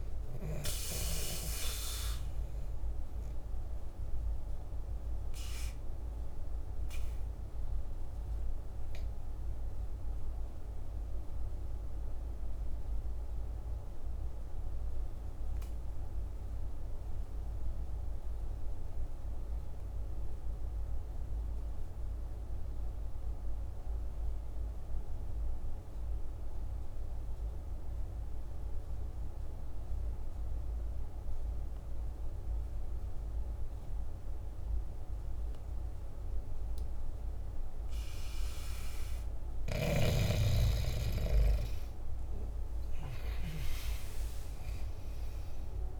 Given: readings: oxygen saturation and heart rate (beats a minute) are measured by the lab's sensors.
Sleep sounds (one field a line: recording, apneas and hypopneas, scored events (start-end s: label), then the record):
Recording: breathing in sleep by a room microphone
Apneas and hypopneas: 1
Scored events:
0.00-23.00 s: oxygen desaturation (device-marked, oxygen 84% lowest, heart rate 47 extreme)
4.00-37.00 s: obstructive apnea (oxygen 99% before, 84% lowest, heart rate 55 before, 47 extreme, up 10 after)
40.50-45.50 s: arousal
41.00-46.00 s: oxygen desaturation (device-marked, oxygen 98% before, 88% lowest, heart rate 49 before, 48 extreme)
From the record:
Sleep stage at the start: N2 (light sleep)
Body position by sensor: on the back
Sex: male